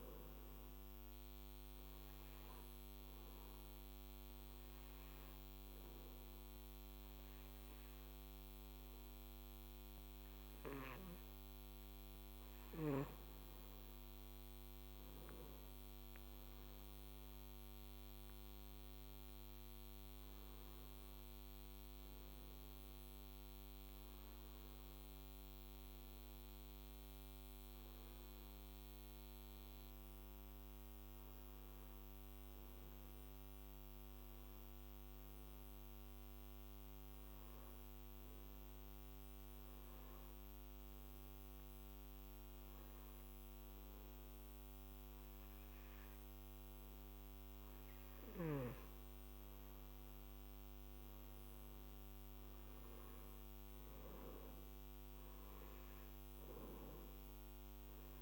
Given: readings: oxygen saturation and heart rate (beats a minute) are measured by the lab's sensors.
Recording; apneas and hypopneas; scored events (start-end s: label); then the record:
breathing in sleep, hard to hear, by a microphone on the trachea; 2
0.00-13.50 s: oxygen desaturation (device-marked, oxygen 92% lowest, heart rate 55 extreme)
1.00-12.00 s: hypopnea (oxygen 97% before, 92% lowest, heart rate 59 before, 55 extreme, up 7 after)
14.00-18.50 s: arousal
21.50-38.50 s: oxygen desaturation (device-marked, oxygen 97% before, 92% lowest, heart rate 59 before, 53 extreme)
36.00-47.50 s: hypopnea (oxygen 97% before, 92% lowest, heart rate 59 before, 53 extreme, up 11 after)
50.00-53.50 s: arousal
From the record:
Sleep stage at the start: N2 (light sleep); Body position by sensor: on the back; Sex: male